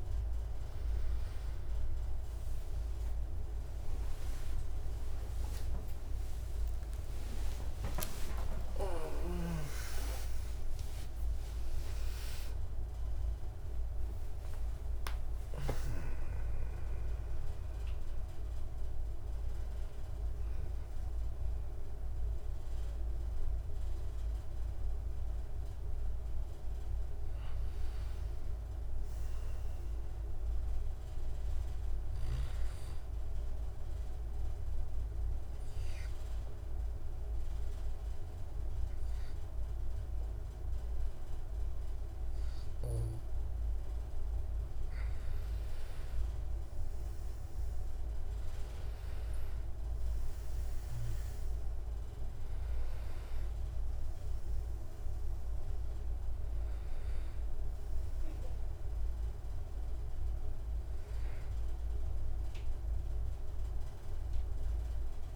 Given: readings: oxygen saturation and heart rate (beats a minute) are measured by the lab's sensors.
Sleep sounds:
a person partly awake in a sleep study, by a room microphone; 1
0.00-11.00 s: oxygen desaturation (device-marked, oxygen 89% lowest, heart rate 69 extreme)
1.00-31.00 s: new sleep stage, awake
31.00-65.36 s: new sleep stage, N2 (light sleep)
33.50-44.50 s: obstructive apnea (oxygen 100% before, 92% lowest, heart rate 105 before, 63 extreme, up 9 after)
47.00-51.50 s: arousal
52.00-65.36 s: oxygen desaturation (device-marked, oxygen 98% before, 93% lowest, heart rate 67 before, 67 extreme)
From the record:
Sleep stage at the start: N2 (light sleep); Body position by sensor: on the back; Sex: male

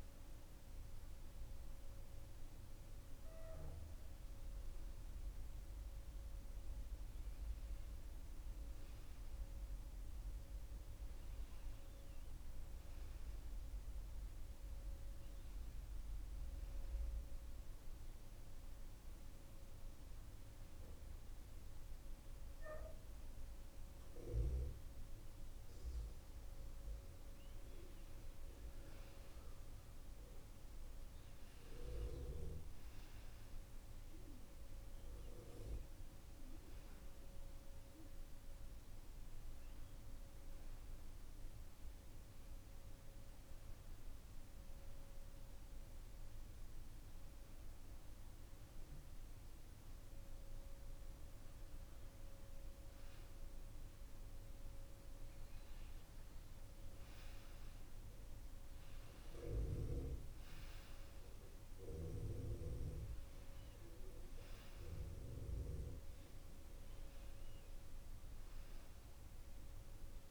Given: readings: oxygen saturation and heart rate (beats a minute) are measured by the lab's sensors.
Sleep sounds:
breathing in sleep by a room microphone; none
none scored
From the record:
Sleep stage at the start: N2 (light sleep); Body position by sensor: on the back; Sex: male

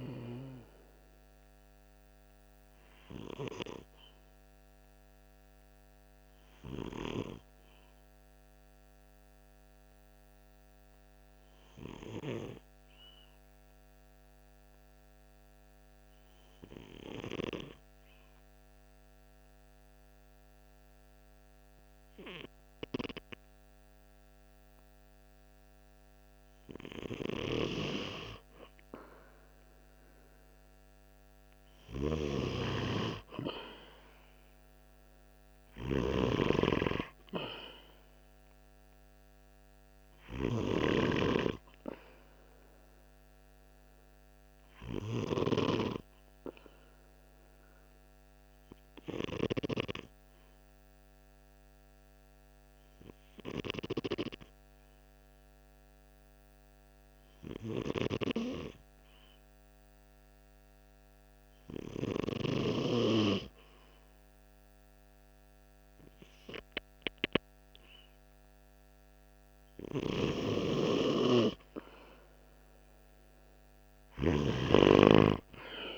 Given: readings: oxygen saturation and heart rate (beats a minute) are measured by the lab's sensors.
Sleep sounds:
breathing in sleep by a microphone on the trachea; 2
0.00-22.50 s: oxygen desaturation (device-marked, oxygen 90% lowest, heart rate 45 extreme)
2.50-25.50 s: obstructive apnea (oxygen 98% before, 90% lowest, heart rate 52 before, 46 extreme, up 0 after)
28.00-32.00 s: arousal
43.00-68.00 s: obstructive apnea (oxygen 98% before, 93% lowest, heart rate 47 before, 46 extreme, up 1 after)
71.50-75.98 s: arousal
From the record:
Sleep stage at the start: N2 (light sleep); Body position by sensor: on the right side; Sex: male

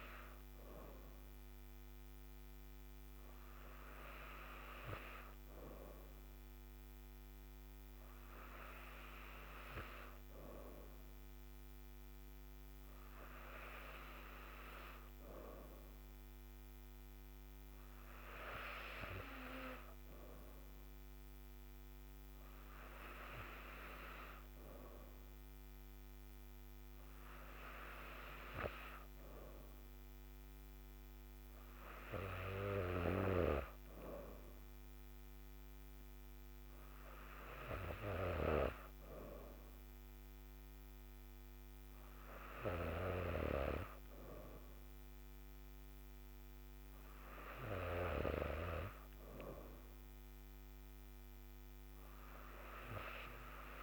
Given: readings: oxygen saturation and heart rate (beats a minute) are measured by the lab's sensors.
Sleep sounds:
breathing in sleep by a microphone on the trachea; none
none scored
From the record:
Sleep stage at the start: N3 (deep sleep); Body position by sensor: on the back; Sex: female

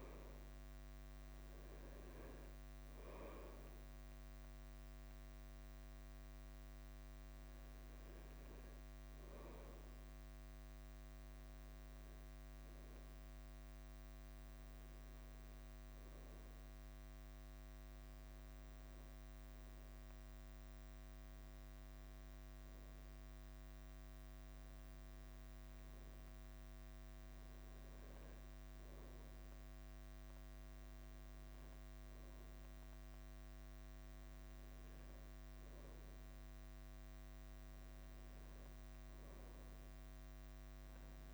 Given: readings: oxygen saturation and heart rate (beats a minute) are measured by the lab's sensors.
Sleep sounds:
breathing in sleep, hard to hear, by a microphone on the trachea; none
0.00-41.34 s: bradycardia (device-marked, heart rate 40 extreme)
28.00-32.50 s: arousal
From the record:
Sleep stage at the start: N2 (light sleep); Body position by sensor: on the front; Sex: male

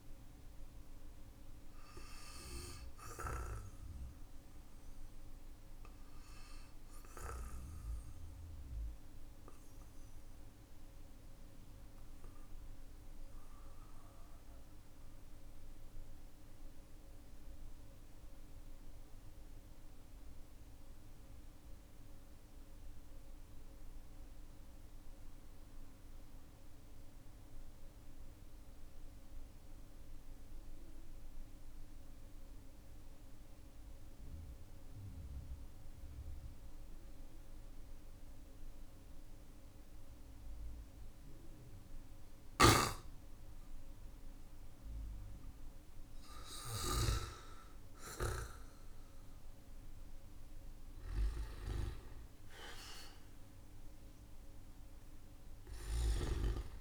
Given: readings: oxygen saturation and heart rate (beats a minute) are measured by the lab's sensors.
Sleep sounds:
breathing in sleep by a room microphone; 1
8.00-41.00 s: obstructive apnea (oxygen 97% before, 92% lowest, heart rate 53 before, 46 extreme, up 10 after)
41.50-46.50 s: snoring (device-marked)
42.00-46.50 s: arousal
42.50-55.50 s: oxygen desaturation (device-marked, oxygen 98% before, 95% lowest, heart rate 51 before, 45 extreme)
48.50-56.81 s: new sleep stage, N1 (lightest sleep)
52.00-55.50 s: arousal
From the record:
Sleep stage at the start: N2 (light sleep); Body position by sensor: on the back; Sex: male

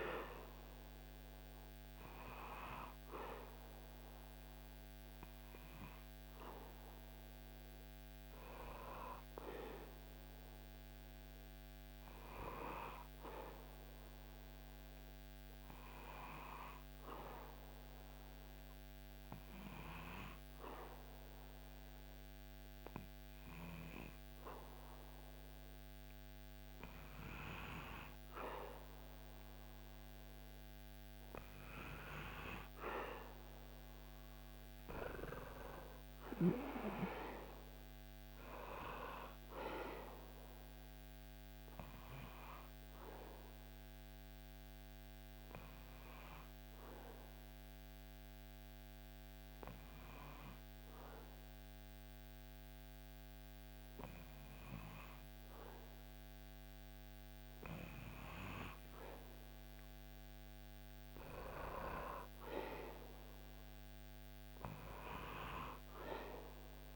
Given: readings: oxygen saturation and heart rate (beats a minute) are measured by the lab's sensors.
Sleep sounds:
breathing in sleep by a microphone on the trachea; 2
0.00-1.50 s: arousal
12.50-26.50 s: obstructive apnea (oxygen 98% before, 96% lowest, heart rate 77 before, 62 extreme, up 5 after)
28.50-34.00 s: arousal
40.00-58.00 s: obstructive apnea (oxygen 98% before, 96% lowest, heart rate 71 before, 62 extreme, up 13 after)
60.00-63.50 s: arousal
From the record:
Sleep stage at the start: N2 (light sleep); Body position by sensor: on the back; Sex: male

